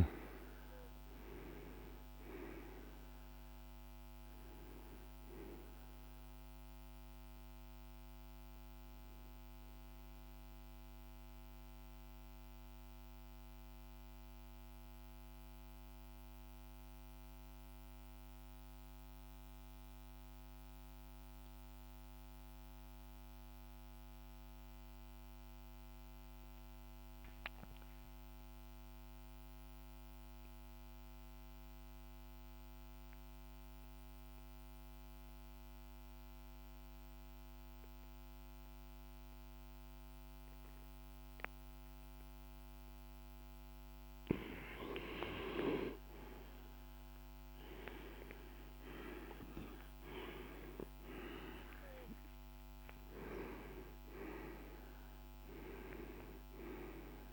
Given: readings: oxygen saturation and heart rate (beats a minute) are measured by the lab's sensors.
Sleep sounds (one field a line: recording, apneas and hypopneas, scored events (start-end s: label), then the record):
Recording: breathing in sleep by a microphone on the trachea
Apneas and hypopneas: 1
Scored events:
0.00-17.00 s: oxygen desaturation (device-marked, oxygen 86% lowest, heart rate 48 extreme)
10.50-42.50 s: mixed apnea (oxygen 98% before, 86% lowest, heart rate 54 before, 48 extreme, up 5 after)
35.00-57.32 s: oxygen desaturation (device-marked, oxygen 99% before, 87% lowest, heart rate 50 before, 47 extreme)
45.50-49.50 s: arousal
From the record:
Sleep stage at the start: N2 (light sleep)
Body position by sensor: on the back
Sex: male